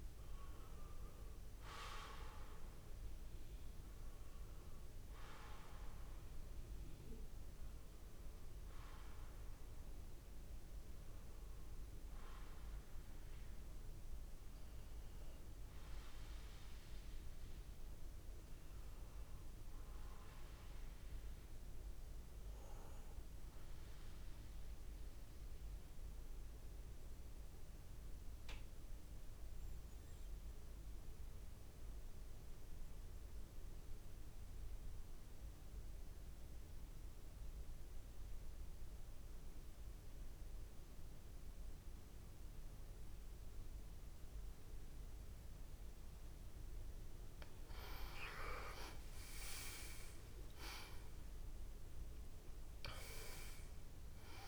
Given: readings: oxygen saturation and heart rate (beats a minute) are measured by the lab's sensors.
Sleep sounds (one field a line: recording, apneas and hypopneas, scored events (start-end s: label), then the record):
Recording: breathing in sleep by a room microphone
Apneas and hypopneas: 1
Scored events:
4.50-20.50 s: oxygen desaturation (device-marked, oxygen 95% before, 89% lowest)
20.50-46.00 s: obstructive apnea (oxygen 97% before, 89% lowest)
44.50-54.48 s: oxygen desaturation (device-marked, oxygen 97% before, 89% lowest)
48.00-52.50 s: arousal
From the record:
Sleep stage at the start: N2 (light sleep)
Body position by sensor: on the back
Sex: male